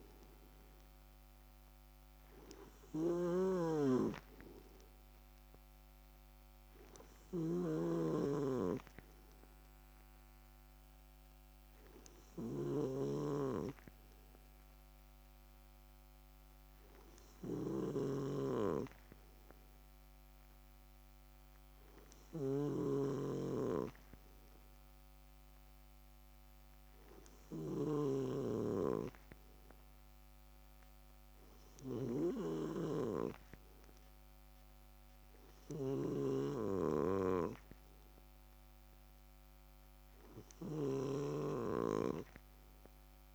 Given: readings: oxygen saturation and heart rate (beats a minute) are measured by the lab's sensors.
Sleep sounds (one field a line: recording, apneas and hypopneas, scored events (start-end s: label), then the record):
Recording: breathing in sleep by a microphone on the trachea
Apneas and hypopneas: none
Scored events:
0.00-2.50 s: arousal
3.00-43.35 s: snoring (device-marked)
From the record:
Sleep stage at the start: N2 (light sleep)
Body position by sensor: on the left side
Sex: male